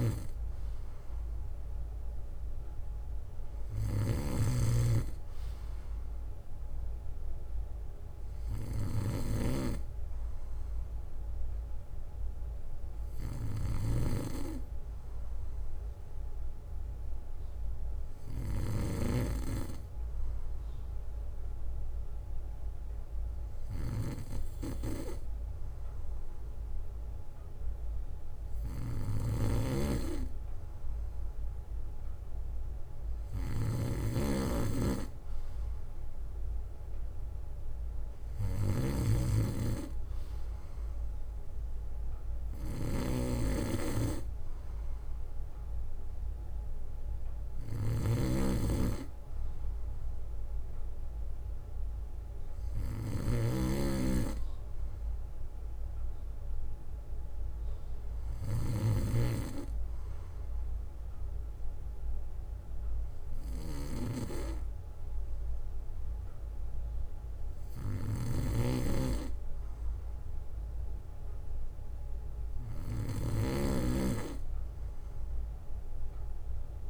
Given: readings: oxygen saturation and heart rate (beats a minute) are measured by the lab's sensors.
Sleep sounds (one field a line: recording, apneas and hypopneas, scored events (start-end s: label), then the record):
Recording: breathing in sleep by a room microphone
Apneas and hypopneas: none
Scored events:
0.00-5.50 s: bradycardia (device-marked, heart rate 48 extreme)
0.00-19.00 s: snoring (device-marked)
6.50-8.50 s: bradycardia (device-marked, heart rate 61 before, 54 extreme)
15.50-17.50 s: bradycardia (device-marked, heart rate 61 before, 61 extreme)
29.00-48.50 s: snoring (device-marked)
37.50-39.50 s: bradycardia (device-marked, heart rate 61 before, 59 extreme)
59.50-61.50 s: bradycardia (device-marked, heart rate 61 before, 63 extreme)
68.00-76.90 s: snoring (device-marked)
68.50-70.50 s: bradycardia (device-marked, heart rate 62 before, 68 extreme)
From the record:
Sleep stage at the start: N2 (light sleep)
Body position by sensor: on the back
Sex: male